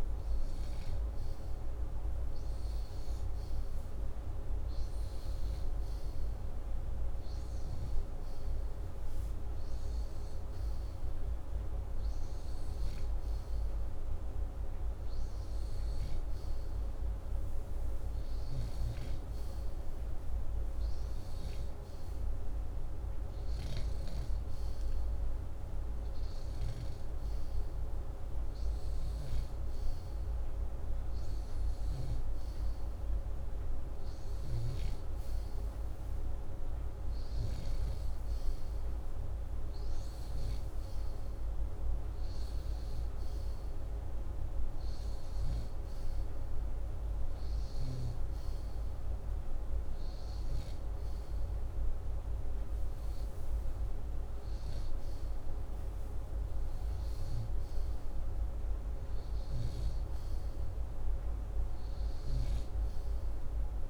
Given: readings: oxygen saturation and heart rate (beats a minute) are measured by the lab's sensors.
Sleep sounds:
breathing in sleep, hard to hear, by a room microphone; none
29.50-33.00 s: snoring (device-marked)
35.00-38.50 s: snoring (device-marked)
60.00-63.90 s: snoring (device-marked)
From the record:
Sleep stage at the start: N2 (light sleep); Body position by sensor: upright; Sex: male

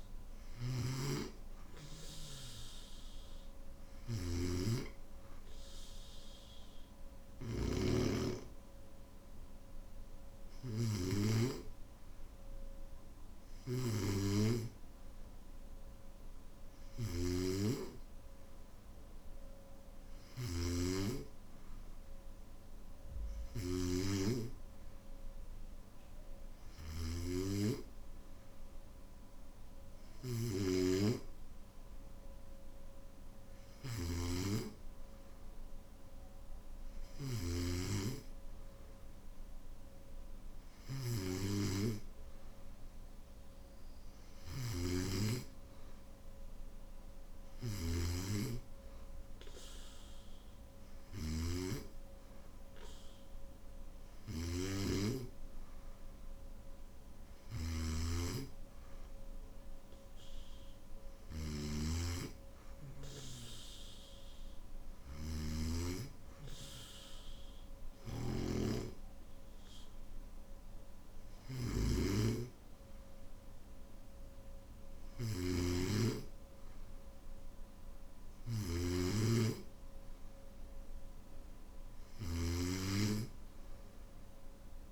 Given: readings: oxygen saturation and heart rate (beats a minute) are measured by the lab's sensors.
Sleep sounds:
breathing in sleep by a room microphone; none
0.00-20.50 s: snoring (device-marked)
26.50-65.50 s: snoring (device-marked)
67.50-84.91 s: snoring (device-marked)
From the record:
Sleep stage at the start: N3 (deep sleep); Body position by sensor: on the back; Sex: male

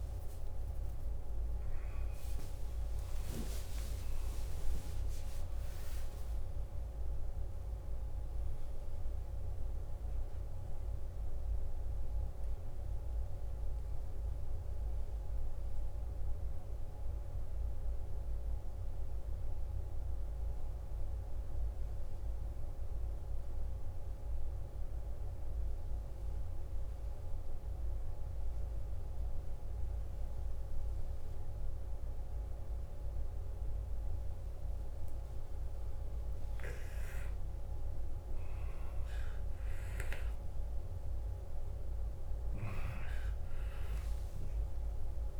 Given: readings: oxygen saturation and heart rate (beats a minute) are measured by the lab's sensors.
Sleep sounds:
breathing in sleep, hard to hear, by a room microphone; 1
0.00-12.00 s: oxygen desaturation (device-marked, oxygen 91% lowest, heart rate 52 extreme)
13.50-36.00 s: mixed apnea (oxygen 97% before, 92% lowest, heart rate 66 before, 52 extreme, up 13 after)
37.00-45.40 s: oxygen desaturation (device-marked, oxygen 98% before, 92% lowest, heart rate 53 before, 53 extreme)
37.50-41.50 s: arousal
From the record:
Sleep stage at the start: N2 (light sleep); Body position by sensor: on the back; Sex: male

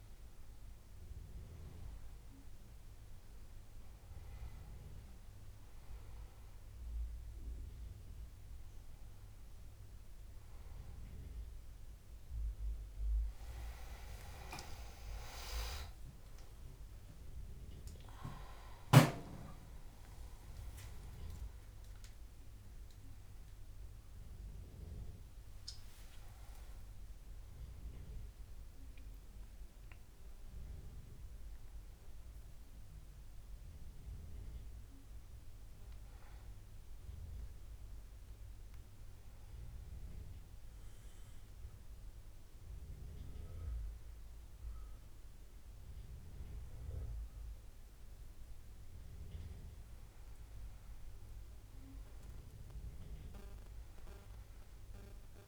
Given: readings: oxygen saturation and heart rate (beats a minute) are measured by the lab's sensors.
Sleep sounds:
breathing in sleep by a room microphone; none
2.00-26.00 s: oxygen desaturation (device-marked, oxygen 96% before, 89% lowest, heart rate 76 before, 76 extreme)
14.00-19.00 s: arousal
16.00-55.48 s: new sleep stage, N1 (lightest sleep)
From the record:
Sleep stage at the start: N2 (light sleep); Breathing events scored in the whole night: 185 in 4.1 hours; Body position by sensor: on the back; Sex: male

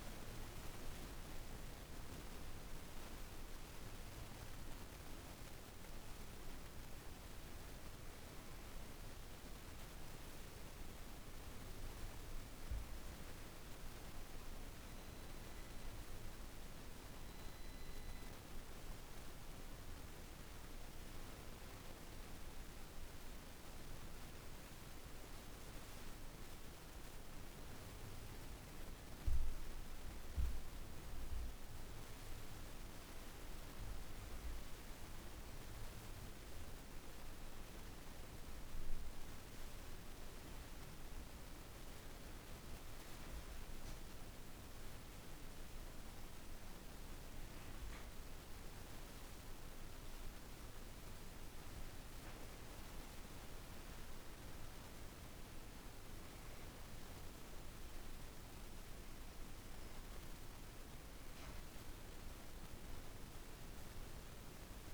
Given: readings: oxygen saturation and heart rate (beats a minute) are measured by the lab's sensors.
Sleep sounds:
breathing in sleep, hard to hear, by a room microphone; none
none scored
From the record:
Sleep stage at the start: N1 (lightest sleep); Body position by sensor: on the back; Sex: female

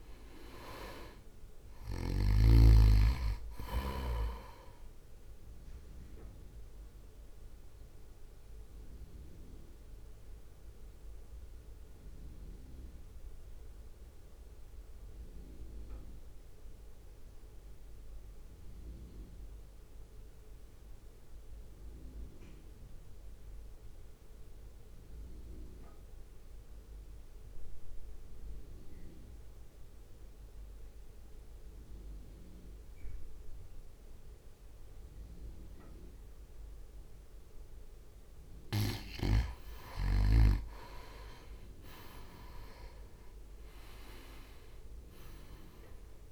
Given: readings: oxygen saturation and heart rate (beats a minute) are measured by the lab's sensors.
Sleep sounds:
breathing in sleep by a room microphone; 1
0.00-8.50 s: oxygen desaturation (device-marked, oxygen 90% lowest, heart rate 52 extreme)
0.00-10.50 s: drop in pulse transit time (device-marked, heart rate 52 extreme)
6.00-38.00 s: mixed apnea (oxygen 98% before, 87% lowest, heart rate 58 before, 51 extreme, up 2 after)
10.50-12.50 s: long interval between heartbeats (device-marked, heart rate 56 before, 54 extreme)
15.50-27.50 s: oxygen desaturation (device-marked, oxygen 91% before, 87% lowest, heart rate 55 before, 52 extreme)
43.00-46.31 s: arousal
43.50-46.31 s: drop in pulse transit time (device-marked, heart rate 61 before, 52 extreme)
43.50-46.31 s: oxygen desaturation (device-marked, oxygen 97% before, 90% lowest, heart rate 61 before, 51 extreme)
From the record:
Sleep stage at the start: N2 (light sleep); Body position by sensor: on the right side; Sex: male

